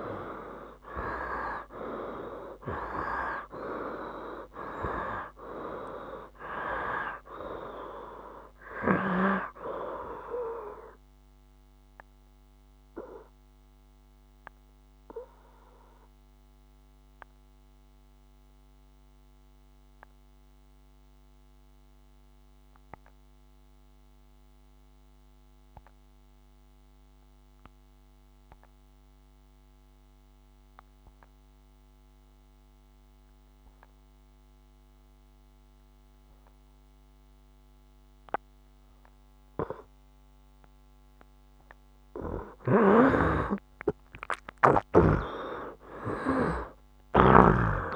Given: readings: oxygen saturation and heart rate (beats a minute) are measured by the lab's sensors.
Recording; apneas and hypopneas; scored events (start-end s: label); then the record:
breathing in sleep by a microphone on the trachea; 1
0.00-3.50 s: arousal
0.00-31.00 s: oxygen desaturation (device-marked, oxygen 83% lowest, heart rate 64 extreme)
12.00-40.00 s: obstructive apnea (oxygen 98% before, 83% lowest, heart rate 73 before, 64 extreme, up 6 after)
42.50-47.50 s: snoring (device-marked)
43.00-47.96 s: oxygen desaturation (device-marked, oxygen 98% before, 83% lowest, heart rate 66 before, 63 extreme)
43.50-47.96 s: arousal
From the record:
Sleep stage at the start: N2 (light sleep); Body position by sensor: on the right side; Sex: male